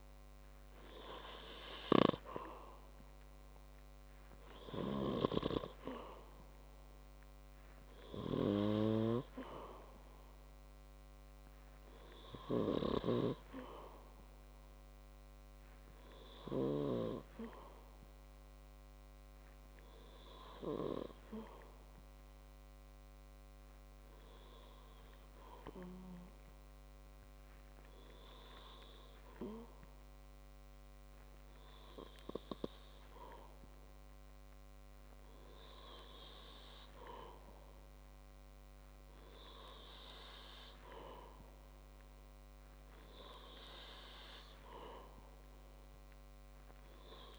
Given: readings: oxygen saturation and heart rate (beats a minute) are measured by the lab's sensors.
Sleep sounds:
breathing in sleep by a microphone on the trachea; none
none scored
From the record:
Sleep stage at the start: N2 (light sleep); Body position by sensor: on the back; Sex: male

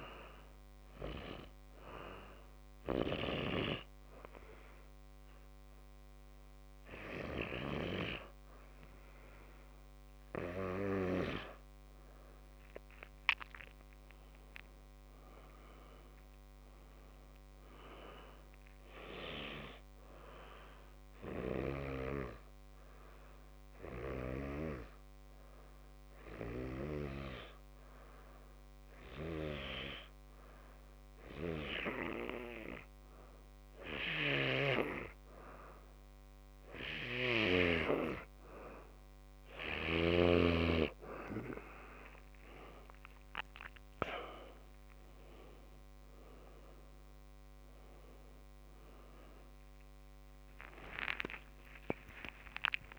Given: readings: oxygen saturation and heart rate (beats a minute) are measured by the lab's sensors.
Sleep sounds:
breathing in sleep by a microphone on the trachea; 2
2.00-12.50 s: hypopnea (oxygen 93% before, 89% lowest, heart rate 67 before, 49 extreme, up 15 after)
14.50-17.50 s: arousal
22.00-36.00 s: hypopnea (oxygen 94% before, 89% lowest, heart rate 62 before, 53 extreme, up 11 after)
45.00-52.99 s: oxygen desaturation (device-marked, oxygen 94% before, 89% lowest, heart rate 59 before, 49 extreme)
49.00-52.99 s: tachycardia (device-marked, heart rate 64 before, 188 extreme)
51.00-52.99 s: arousal
From the record:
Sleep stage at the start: N2 (light sleep); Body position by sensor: on the back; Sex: male

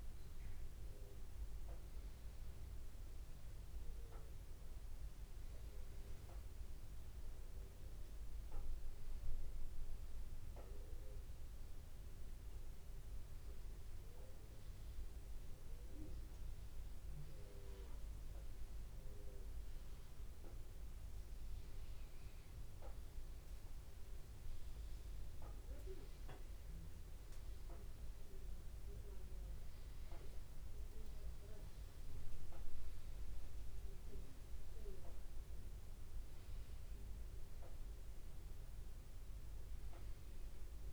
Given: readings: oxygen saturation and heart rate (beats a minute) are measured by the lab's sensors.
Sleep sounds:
breathing in sleep, hard to hear, by a room microphone; none
5.00-7.00 s: long interval between heartbeats (device-marked, heart rate 109 before, 110 extreme)
8.00-10.00 s: long interval between heartbeats (device-marked, heart rate 110 before, 120 extreme)
10.00-12.00 s: long interval between heartbeats (device-marked, heart rate 113 before, 139 extreme)
From the record:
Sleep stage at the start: N2 (light sleep); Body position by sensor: upright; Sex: male

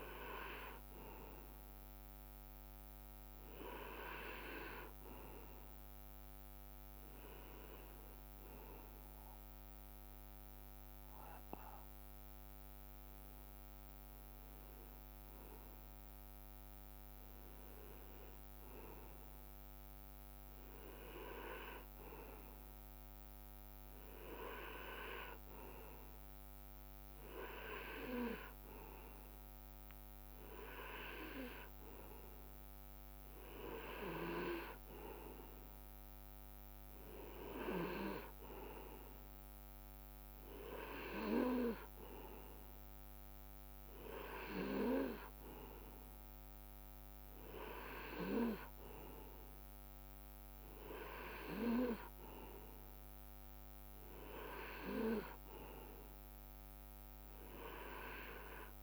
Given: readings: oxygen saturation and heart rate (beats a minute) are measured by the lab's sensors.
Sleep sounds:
breathing in sleep by a microphone on the trachea; none
10.00-12.00 s: long interval between heartbeats (device-marked, heart rate 44 before, 46 extreme)
17.00-19.00 s: long interval between heartbeats (device-marked, heart rate 46 before, 51 extreme)
33.00-35.00 s: long interval between heartbeats (device-marked, heart rate 52 before, 65 extreme)
38.00-40.00 s: long interval between heartbeats (device-marked, heart rate 57 before, 55 extreme)
44.00-46.00 s: long interval between heartbeats (device-marked, heart rate 60 before, 58 extreme)
47.50-49.50 s: long interval between heartbeats (device-marked, heart rate 62 before, 59 extreme)
51.50-53.50 s: long interval between heartbeats (device-marked, heart rate 61 before, 49 extreme)
From the record:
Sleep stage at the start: N2 (light sleep); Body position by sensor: on the right side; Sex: male

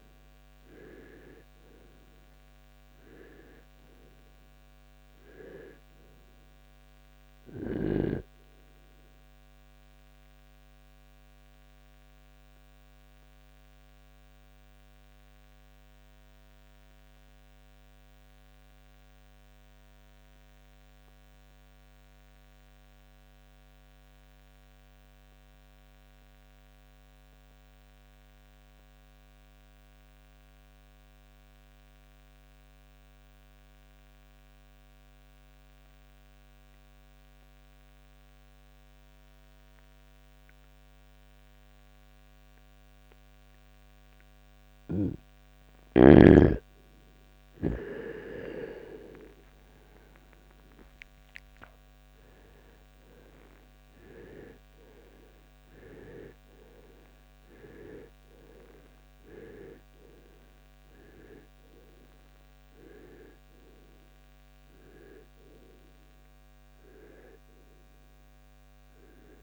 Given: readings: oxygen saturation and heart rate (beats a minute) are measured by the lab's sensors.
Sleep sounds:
breathing in sleep by a microphone on the trachea; 1
3.50-19.50 s: oxygen desaturation (device-marked, oxygen 97% before, 92% lowest, heart rate 59 before, 52 extreme)
10.00-44.00 s: obstructive apnea (oxygen 97% before, 84% lowest, heart rate 62 before, 48 extreme, up 11 after)
21.50-33.50 s: oxygen desaturation (device-marked, oxygen 94% before, 88% lowest, heart rate 74 before, 48 extreme)
46.00-50.50 s: arousal
From the record:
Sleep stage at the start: REM sleep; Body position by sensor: on the right side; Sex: male

